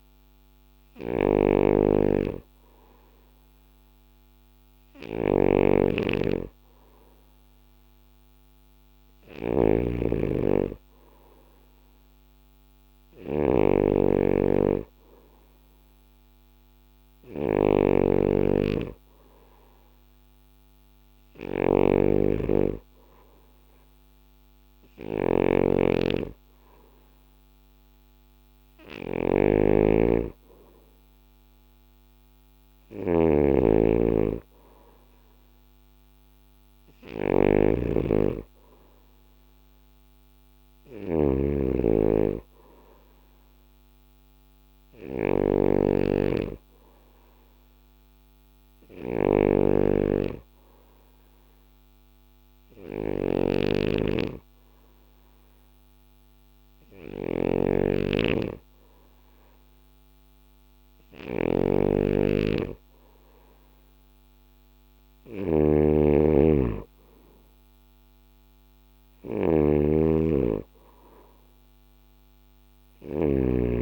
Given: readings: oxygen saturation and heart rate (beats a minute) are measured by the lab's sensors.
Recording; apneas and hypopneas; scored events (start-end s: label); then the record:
breathing in sleep by a microphone on the trachea; none
0.00-73.82 s: snoring (device-marked)
From the record:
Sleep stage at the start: N2 (light sleep); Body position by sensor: on the back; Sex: male